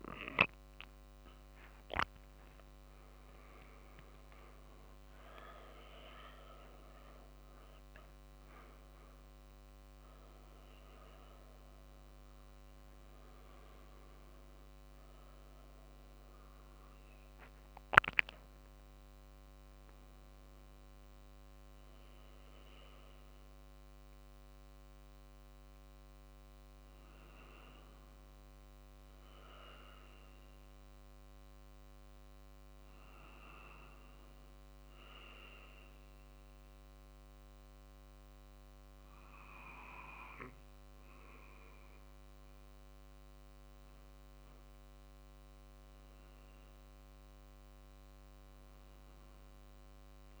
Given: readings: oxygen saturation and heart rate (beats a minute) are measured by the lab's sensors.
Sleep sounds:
breathing in sleep by a microphone on the trachea; none
0.00-4.00 s: arousal
0.00-18.00 s: oxygen desaturation (device-marked, oxygen 91% lowest, heart rate 48 extreme)
7.00-23.00 s: drop in pulse transit time (device-marked, heart rate 51 before, 55 extreme)
18.00-50.40 s: new sleep stage, REM sleep
29.00-50.40 s: oxygen desaturation (device-marked, oxygen 92% before, 80% lowest, heart rate 55 before, 48 extreme)
From the record:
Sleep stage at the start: N2 (light sleep); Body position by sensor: on the back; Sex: male

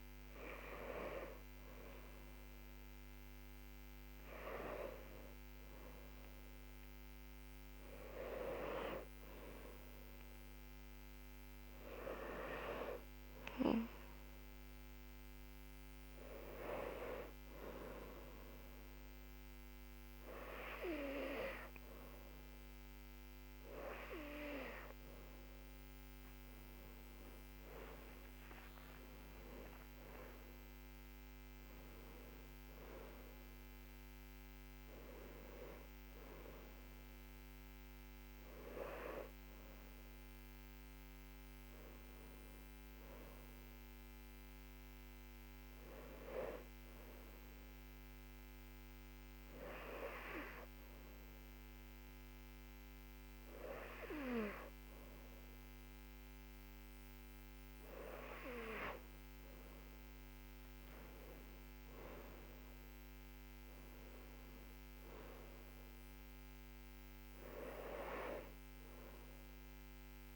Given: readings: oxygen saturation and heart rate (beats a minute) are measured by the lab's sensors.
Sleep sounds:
breathing in sleep by a microphone on the trachea; 2
12.00-25.00 s: hypopnea (oxygen 99% before, 93% lowest, heart rate 78 before, 72 extreme, up 7 after)
26.00-30.50 s: arousal
47.50-58.50 s: obstructive apnea (oxygen 97% before, 93% lowest, heart rate 76 before, 67 extreme, up 6 after)
59.50-62.50 s: arousal
61.50-70.36 s: oxygen desaturation (device-marked, oxygen 97% before, 93% lowest, heart rate 71 before, 61 extreme)
From the record:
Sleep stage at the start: N2 (light sleep); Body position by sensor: on the back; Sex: female

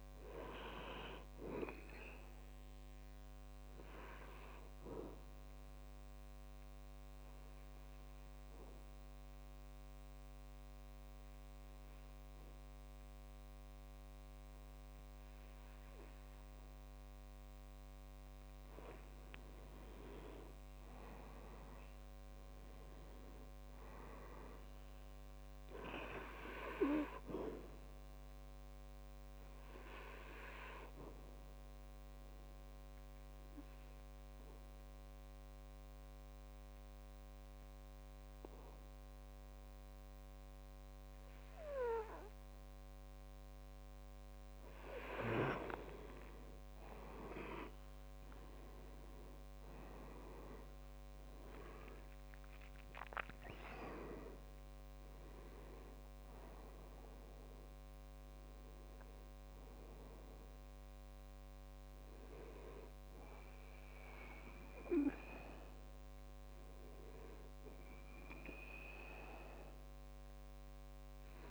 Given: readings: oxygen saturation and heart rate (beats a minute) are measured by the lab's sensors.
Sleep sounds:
breathing in sleep by a microphone on the trachea; 2
0.00-15.00 s: oxygen desaturation (device-marked, oxygen 92% lowest, heart rate 64 extreme)
4.00-18.50 s: obstructive apnea (oxygen 97% before, 91% lowest, heart rate 72 before, 64 extreme, up 3 after)
21.00-24.50 s: arousal
26.00-47.00 s: oxygen desaturation (device-marked, oxygen 98% before, 92% lowest, heart rate 66 before, 64 extreme)
30.00-45.50 s: obstructive apnea (oxygen 98% before, 91% lowest, heart rate 66 before, 66 extreme, up 5 after)
48.50-52.50 s: arousal
49.00-71.50 s: oxygen desaturation (device-marked, oxygen 97% before, 91% lowest, heart rate 66 before, 64 extreme)
From the record:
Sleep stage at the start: N2 (light sleep); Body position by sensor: on the back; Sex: male

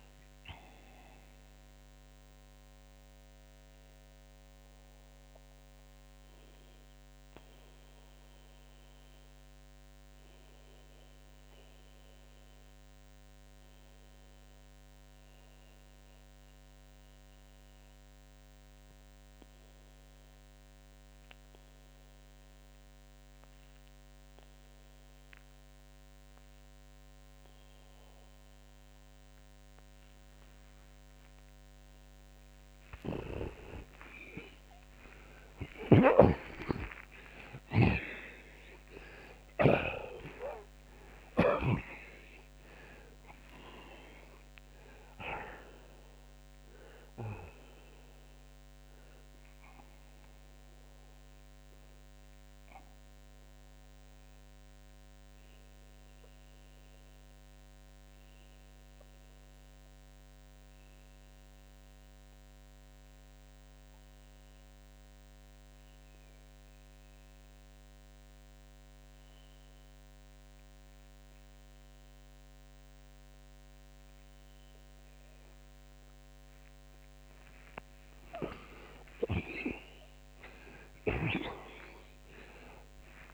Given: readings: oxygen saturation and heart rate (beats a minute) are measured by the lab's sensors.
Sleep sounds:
breathing in sleep by a microphone on the trachea; 2
0.00-24.50 s: oxygen desaturation (device-marked, oxygen 81% lowest)
1.50-33.50 s: mixed apnea (oxygen 94% before, 78% lowest)
35.00-39.50 s: snoring (device-marked)
35.50-39.50 s: arousal
44.50-76.50 s: oxygen desaturation (device-marked, oxygen 92% before, 78% lowest)
52.00-77.00 s: mixed apnea (oxygen 93% before, 78% lowest)
78.50-83.00 s: snoring (device-marked)
79.00-83.33 s: arousal
From the record:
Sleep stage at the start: N2 (light sleep); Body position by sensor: on the back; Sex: male

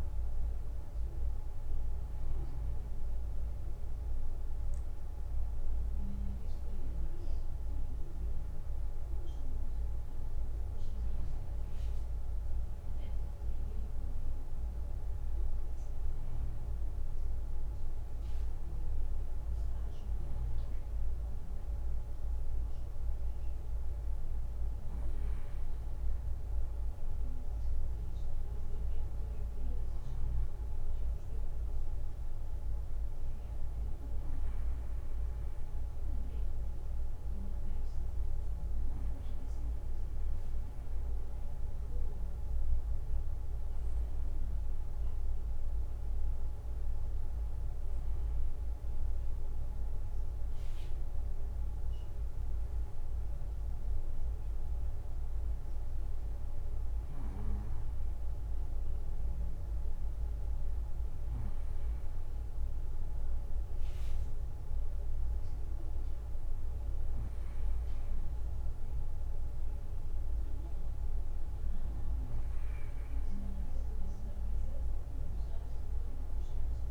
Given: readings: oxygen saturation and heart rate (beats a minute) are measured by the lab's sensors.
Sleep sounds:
breathing in sleep, hard to hear, by a room microphone; none
none scored
From the record:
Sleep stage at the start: N2 (light sleep); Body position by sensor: on the back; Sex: male

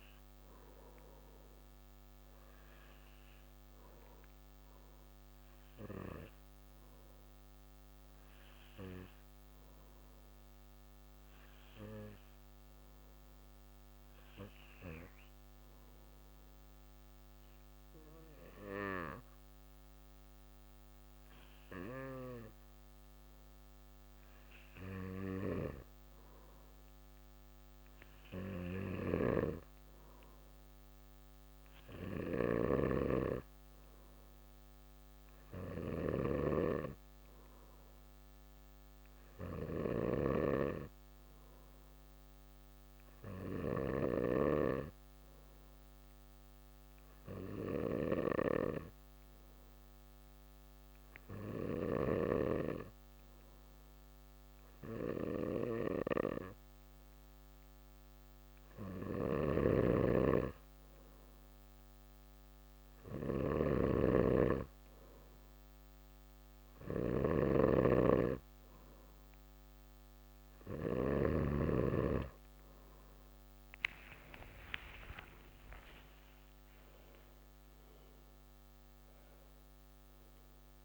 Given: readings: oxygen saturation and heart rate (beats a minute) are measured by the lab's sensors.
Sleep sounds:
breathing in sleep by a microphone on the trachea; 2
10.00-23.00 s: obstructive apnea (oxygen 97% before, 92% lowest, heart rate 173 before, 135 extreme, up 58 after)
25.00-30.00 s: arousal
28.50-43.50 s: snoring (device-marked)
42.00-58.50 s: hypopnea (oxygen 97% before, 92% lowest, heart rate 176 before, 145 extreme, up 52 after)
58.50-71.00 s: snoring (device-marked)
65.00-79.00 s: oxygen desaturation (device-marked, oxygen 95% before, 92% lowest, heart rate 171 before, 130 extreme)
74.00-78.00 s: arousal
From the record:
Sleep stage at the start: N2 (light sleep); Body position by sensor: on the back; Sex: male

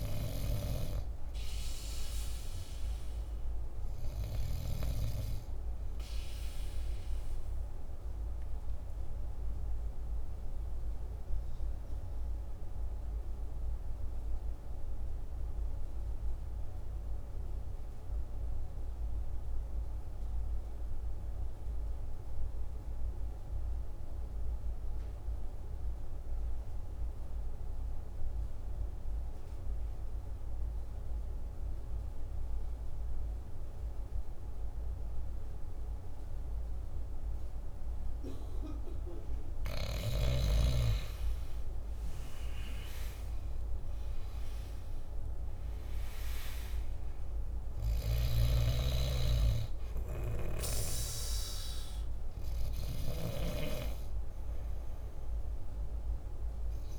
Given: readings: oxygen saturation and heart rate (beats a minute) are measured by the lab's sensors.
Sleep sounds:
breathing in sleep by a room microphone; 1
0.00-16.00 s: oxygen desaturation (device-marked, oxygen 87% lowest, heart rate 47 extreme)
9.00-38.50 s: mixed apnea (oxygen 96% before, 87% lowest, heart rate 55 before, 47 extreme, up 10 after)
35.00-56.99 s: oxygen desaturation (device-marked, oxygen 98% before, 87% lowest, heart rate 48 before, 46 extreme)
40.50-44.50 s: arousal
From the record:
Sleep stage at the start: N2 (light sleep); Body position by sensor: on the back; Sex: male

